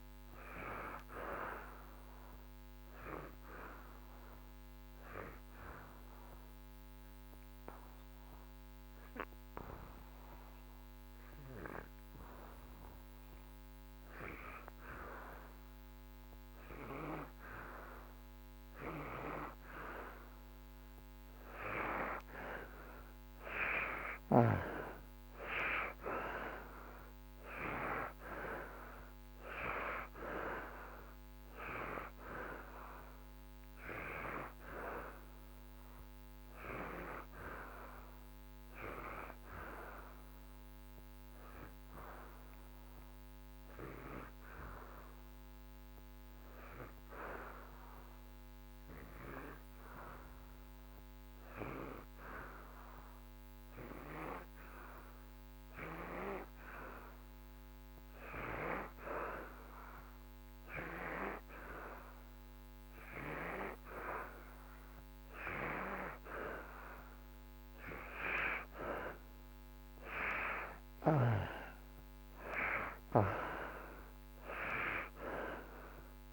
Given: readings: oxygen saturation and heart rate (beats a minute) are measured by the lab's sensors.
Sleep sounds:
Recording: breathing in sleep by a microphone on the trachea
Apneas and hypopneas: 2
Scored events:
0.00-14.50 s: oxygen desaturation (device-marked, oxygen 86% lowest)
2.50-19.50 s: hypopnea (oxygen 93% before, 86% lowest)
22.50-27.00 s: arousal
30.50-49.50 s: oxygen desaturation (device-marked, oxygen 93% before, 86% lowest)
42.00-61.00 s: hypopnea (oxygen 93% before, 85% lowest)
64.50-69.00 s: arousal
64.50-76.32 s: oxygen desaturation (device-marked, oxygen 93% before, 85% lowest)
From the record:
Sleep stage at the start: N2 (light sleep)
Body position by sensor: on the back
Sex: male

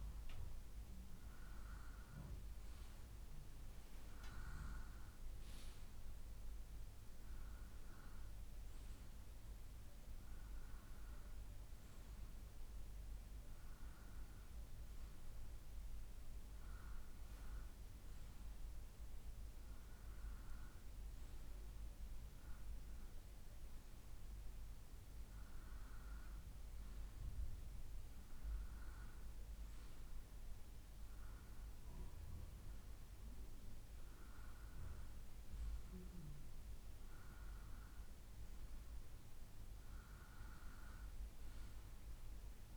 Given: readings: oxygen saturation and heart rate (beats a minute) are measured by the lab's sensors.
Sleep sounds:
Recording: breathing in sleep, hard to hear, by a room microphone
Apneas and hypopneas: none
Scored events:
none scored
From the record:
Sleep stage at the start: N2 (light sleep)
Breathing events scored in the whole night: 171 in 4.9 hours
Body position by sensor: on the right side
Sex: male

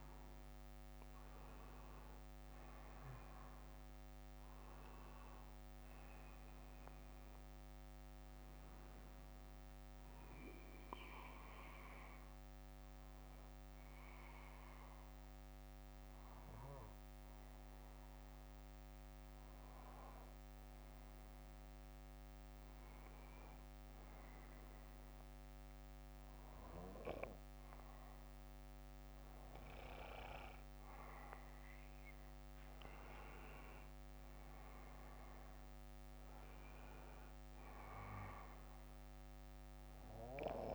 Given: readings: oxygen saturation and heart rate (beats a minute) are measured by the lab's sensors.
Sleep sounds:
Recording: breathing in sleep by a microphone on the trachea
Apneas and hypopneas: 1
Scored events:
0.00-2.00 s: arousal
1.50-28.50 s: oxygen desaturation (device-marked, oxygen 98% before, 93% lowest, heart rate 61 before, 52 extreme)
9.50-11.50 s: bradycardia (device-marked, heart rate 62 before, 62 extreme)
11.00-23.00 s: obstructive apnea (oxygen 98% before, 93% lowest, heart rate 63 before, 52 extreme, up 10 after)
12.50-16.50 s: bradycardia (device-marked, heart rate 62 before, 58 extreme)
17.50-19.50 s: bradycardia (device-marked, heart rate 62 before, 57 extreme)
24.50-28.50 s: arousal
24.50-32.50 s: bradycardia (device-marked, heart rate 62 before, 55 extreme)
From the record:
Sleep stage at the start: N2 (light sleep)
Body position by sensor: on the back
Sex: male

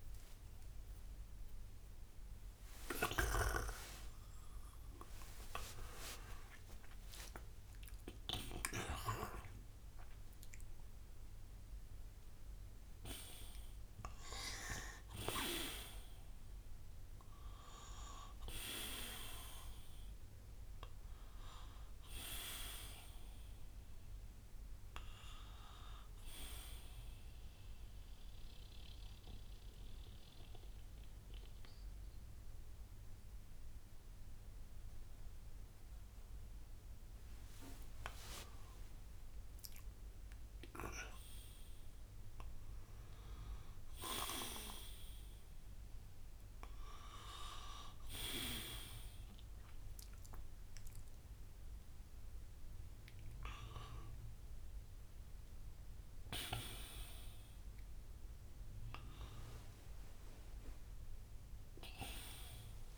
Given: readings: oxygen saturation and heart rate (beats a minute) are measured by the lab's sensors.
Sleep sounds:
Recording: a person partly awake in a sleep study, by a room microphone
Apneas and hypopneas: 1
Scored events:
4.50-62.98 s: new sleep stage, N1 (lightest sleep)
27.00-37.50 s: central apnea (oxygen 98% before, 94% lowest, heart rate 76 before, 58 extreme, up 24 after)
38.00-41.50 s: arousal
52.50-62.98 s: oxygen desaturation (device-marked, oxygen 97% before, 94% lowest, heart rate 71 before, 60 extreme)
From the record:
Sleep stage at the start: awake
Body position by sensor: on the right side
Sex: male

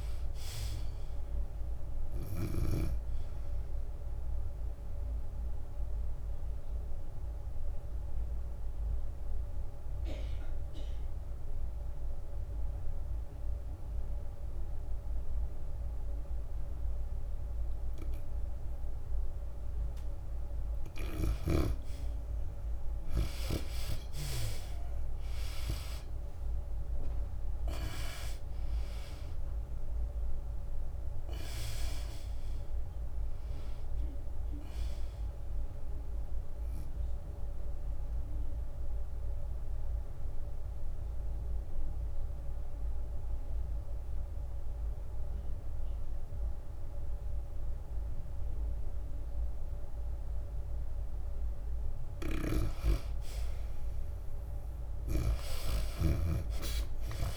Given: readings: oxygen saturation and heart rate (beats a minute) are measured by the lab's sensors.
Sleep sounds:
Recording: breathing in sleep by a room microphone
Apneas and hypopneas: 2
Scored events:
0.00-2.50 s: tachycardia (device-marked, heart rate 100 extreme)
3.50-16.50 s: oxygen desaturation (device-marked, oxygen 97% before, 83% lowest, heart rate 97 before, 88 extreme)
5.50-21.00 s: obstructive apnea (oxygen 97% before, 80% lowest, heart rate 97 before, 88 extreme, up 8 after)
22.50-50.50 s: oxygen desaturation (device-marked, oxygen 95% before, 80% lowest, heart rate 95 before, 92 extreme)
24.00-28.00 s: arousal
28.50-44.50 s: drop in pulse transit time (device-marked, heart rate 92 before, 96 extreme)
31.50-36.50 s: tachycardia (device-marked, heart rate 97 before, 101 extreme)
38.00-53.00 s: obstructive apnea (oxygen 95% before, 80% lowest, heart rate 94 before, 92 extreme, up 4 after)
52.50-57.37 s: oxygen desaturation (device-marked, oxygen 97% before, 83% lowest, heart rate 98 before, 89 extreme)
56.00-57.37 s: arousal
From the record:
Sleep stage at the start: N2 (light sleep)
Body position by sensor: on the back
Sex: female

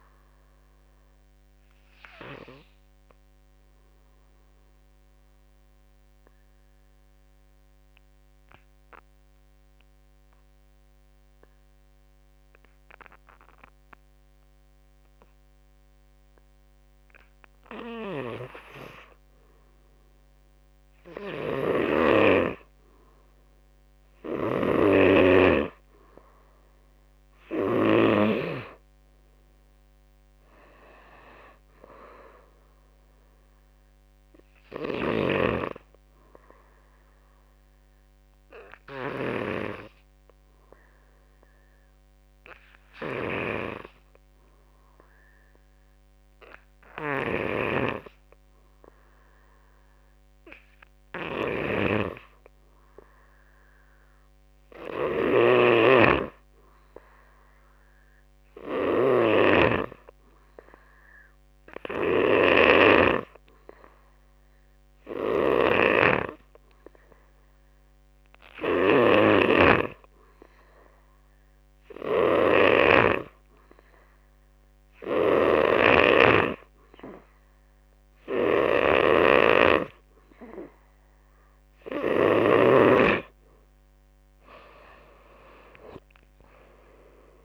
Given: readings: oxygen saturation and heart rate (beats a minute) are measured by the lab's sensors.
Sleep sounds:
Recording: breathing in sleep by a microphone on the trachea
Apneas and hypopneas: 2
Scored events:
0.00-1.50 s: drop in pulse transit time (device-marked, heart rate 49 extreme)
0.00-2.50 s: oxygen desaturation (device-marked, oxygen 88% lowest, heart rate 46 extreme)
1.00-17.00 s: obstructive apnea (oxygen 98% before, 88% lowest, heart rate 61 before, 46 extreme, up 9 after)
19.00-23.50 s: arousal
21.00-27.50 s: snoring (device-marked)
23.50-48.50 s: oxygen desaturation (device-marked, oxygen 99% before, 88% lowest, heart rate 51 before, 49 extreme)
38.00-79.00 s: hypopnea (oxygen 99% before, 88% lowest, heart rate 56 before, 48 extreme, up 12 after)
54.50-72.50 s: snoring (device-marked)
57.50-86.50 s: oxygen desaturation (device-marked, oxygen 96% before, 88% lowest, heart rate 53 before, 48 extreme)
74.50-82.00 s: snoring (device-marked)
84.50-87.45 s: arousal
84.50-87.45 s: drop in pulse transit time (device-marked, heart rate 60 before, 57 extreme)
From the record:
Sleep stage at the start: N2 (light sleep)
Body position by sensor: on the back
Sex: male

